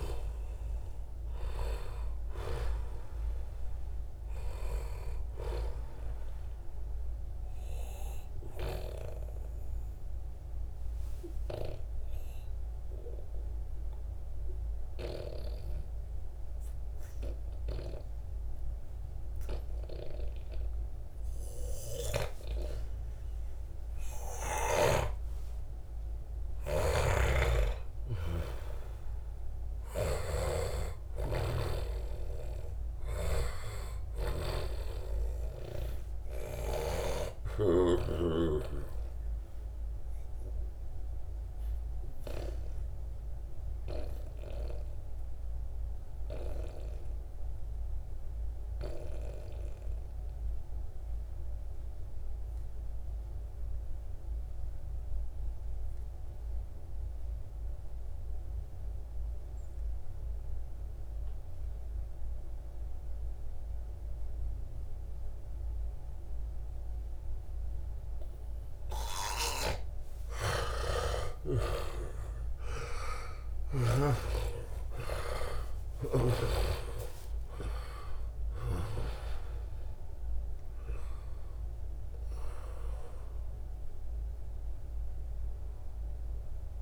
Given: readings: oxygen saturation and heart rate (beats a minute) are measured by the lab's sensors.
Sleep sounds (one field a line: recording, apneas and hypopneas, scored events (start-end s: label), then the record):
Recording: breathing in sleep by a room microphone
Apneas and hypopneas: 2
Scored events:
0.00-18.00 s: oxygen desaturation (device-marked, oxygen 92% lowest, heart rate 71 extreme)
6.00-22.50 s: obstructive apnea (oxygen 97% before, 88% lowest, heart rate 72 before, 71 extreme, up 1 after)
21.00-24.50 s: snoring (device-marked)
24.50-28.50 s: arousal
26.50-34.00 s: snoring (device-marked)
31.00-47.00 s: oxygen desaturation (device-marked, oxygen 96% before, 91% lowest, heart rate 73 before, 63 extreme)
37.50-68.50 s: obstructive apnea (oxygen 96% before, 86% lowest, heart rate 72 before, 63 extreme, up 20 after)
63.00-86.82 s: oxygen desaturation (device-marked, oxygen 95% before, 86% lowest, heart rate 69 before, 64 extreme)
70.00-74.50 s: arousal
75.00-77.00 s: long interval between heartbeats (device-marked, heart rate 65 before, 81 extreme)
From the record:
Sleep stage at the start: N2 (light sleep)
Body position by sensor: on the back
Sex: male